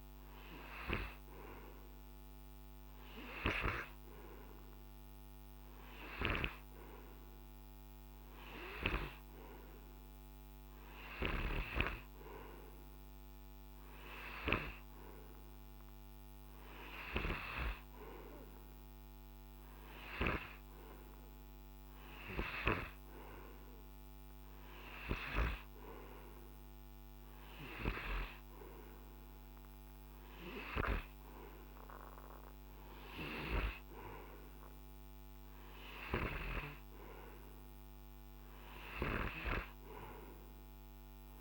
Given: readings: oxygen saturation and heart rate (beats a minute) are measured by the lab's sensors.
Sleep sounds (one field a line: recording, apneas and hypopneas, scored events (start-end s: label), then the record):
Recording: breathing in sleep by a microphone on the trachea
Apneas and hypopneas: none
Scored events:
none scored
From the record:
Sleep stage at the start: N2 (light sleep)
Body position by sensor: on the right side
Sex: male